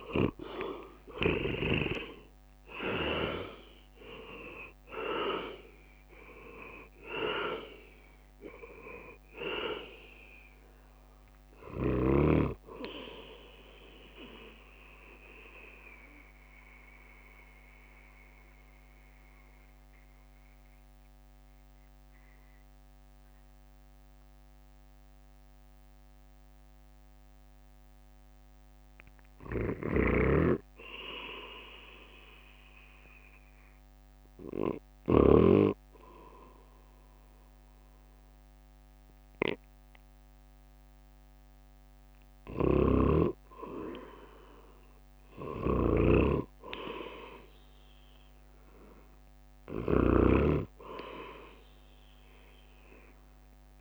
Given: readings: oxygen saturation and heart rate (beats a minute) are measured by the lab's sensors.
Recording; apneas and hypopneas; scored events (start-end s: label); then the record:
breathing in sleep by a microphone on the trachea; 1
0.00-3.00 s: leg movement (device-marked)
0.00-3.50 s: arousal
0.00-36.00 s: oxygen desaturation (device-marked, oxygen 68% lowest, heart rate 53 extreme)
1.00-16.00 s: drop in pulse transit time (device-marked, heart rate 57 before, 58 extreme)
13.00-28.00 s: central apnea (oxygen 88% before, 68% lowest, heart rate 70 before, 54 extreme, up 7 after)
23.00-53.81 s: new sleep stage, N2 (light sleep)
36.00-41.50 s: arousal
37.00-53.81 s: drop in pulse transit time (device-marked, heart rate 56 before, 54 extreme)
42.00-53.81 s: snoring (device-marked)
From the record:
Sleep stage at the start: REM sleep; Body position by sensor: on the right side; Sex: male